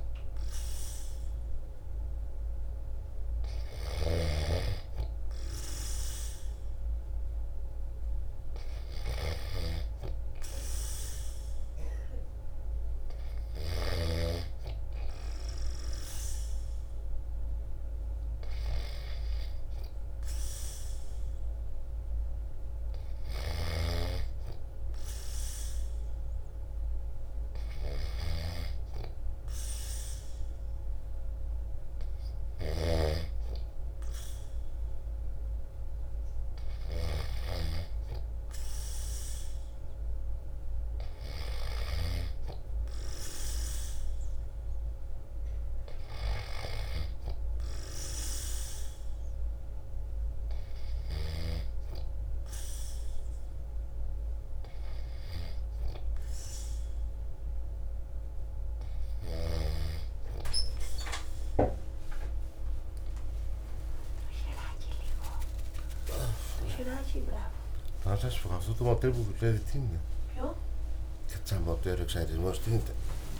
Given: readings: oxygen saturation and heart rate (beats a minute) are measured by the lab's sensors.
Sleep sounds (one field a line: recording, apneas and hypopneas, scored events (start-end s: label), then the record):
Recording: breathing in sleep by a room microphone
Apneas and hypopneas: none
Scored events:
0.00-13.50 s: snoring (device-marked)
22.50-36.50 s: snoring (device-marked)
63.00-73.40 s: new sleep stage, awake
From the record:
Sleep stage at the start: N3 (deep sleep)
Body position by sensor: on the right side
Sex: male